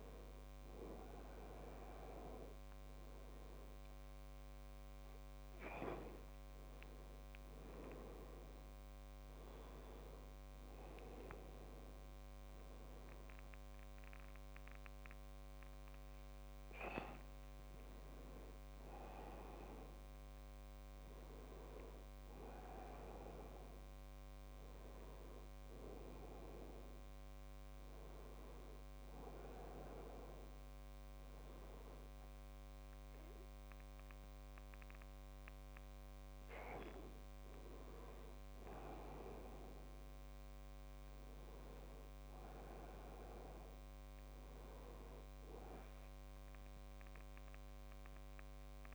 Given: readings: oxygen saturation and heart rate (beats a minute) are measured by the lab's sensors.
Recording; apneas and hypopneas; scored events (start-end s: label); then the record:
breathing in sleep by a microphone on the trachea; none
none scored
From the record:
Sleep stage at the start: N1 (lightest sleep); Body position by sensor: on the back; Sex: male